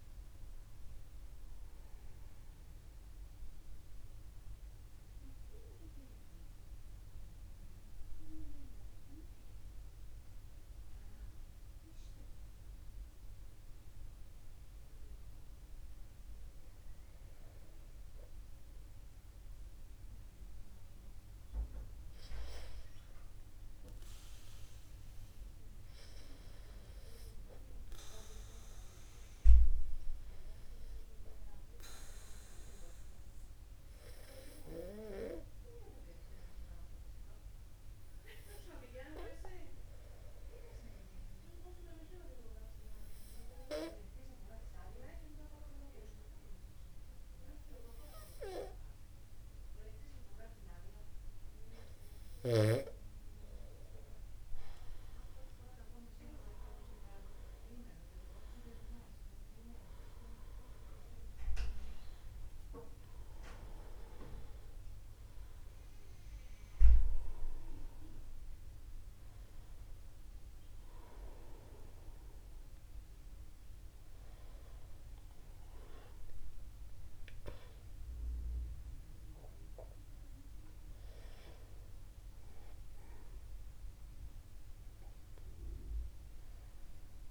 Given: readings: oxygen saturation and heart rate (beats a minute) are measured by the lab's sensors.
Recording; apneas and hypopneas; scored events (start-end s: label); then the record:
breathing in sleep by a room microphone; 2
4.00-17.00 s: hypopnea (oxygen 95% before, 94% lowest, heart rate 52 before, 50 extreme, up 0 after)
22.00-26.00 s: arousal
33.50-53.00 s: obstructive apnea (oxygen 97% before, 93% lowest, heart rate 51 before, 49 extreme, up 1 after)
56.50-61.00 s: arousal
77.50-82.00 s: arousal
From the record:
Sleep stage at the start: N2 (light sleep); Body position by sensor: upright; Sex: male